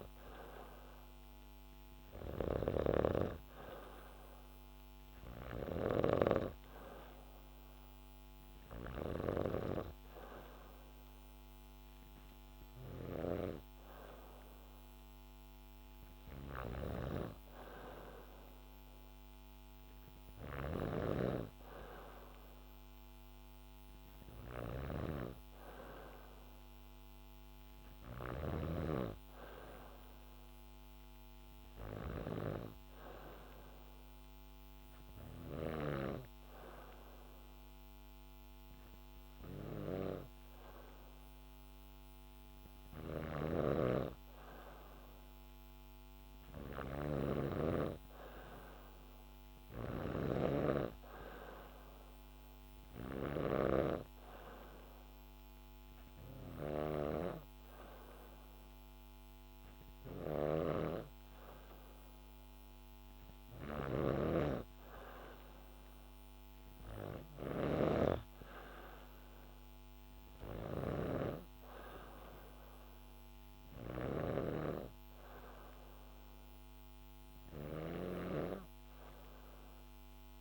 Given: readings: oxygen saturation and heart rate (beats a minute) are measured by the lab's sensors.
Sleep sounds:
breathing in sleep by a microphone on the trachea; none
0.00-5.50 s: snoring (device-marked)
12.50-35.50 s: snoring (device-marked)
42.50-53.00 s: snoring (device-marked)
59.50-80.41 s: snoring (device-marked)
From the record:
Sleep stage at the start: N2 (light sleep); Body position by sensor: on the back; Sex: female

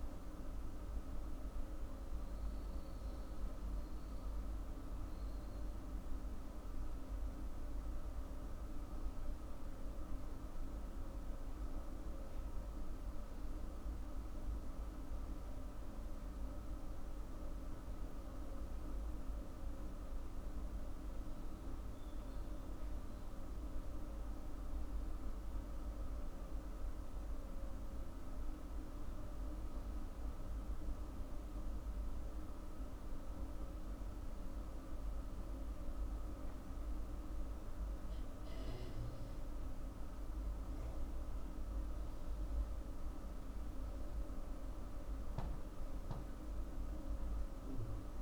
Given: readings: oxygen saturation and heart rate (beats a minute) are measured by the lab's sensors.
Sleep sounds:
breathing in sleep, hard to hear, by a room microphone; none
none scored
From the record:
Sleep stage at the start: N1 (lightest sleep); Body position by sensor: on the back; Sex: female

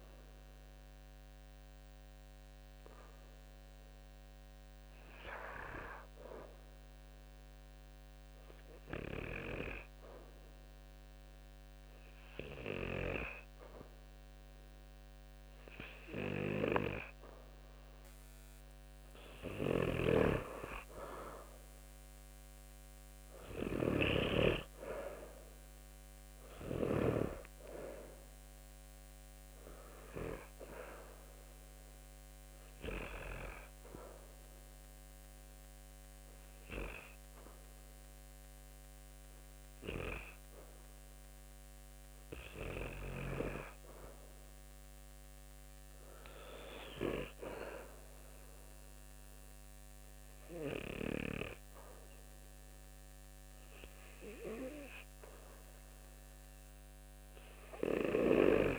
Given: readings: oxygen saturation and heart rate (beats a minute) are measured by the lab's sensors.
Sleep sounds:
breathing in sleep by a microphone on the trachea; 2
2.00-15.50 s: obstructive apnea (oxygen 95% before, 91% lowest, heart rate 70 before, 69 extreme, up 5 after)
19.50-24.00 s: snoring (device-marked)
22.50-26.00 s: arousal
31.50-43.00 s: obstructive apnea (oxygen 95% before, 91% lowest, heart rate 73 before, 67 extreme, up 5 after)
46.50-51.00 s: arousal
From the record:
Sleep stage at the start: N2 (light sleep); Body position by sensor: on the back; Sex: male

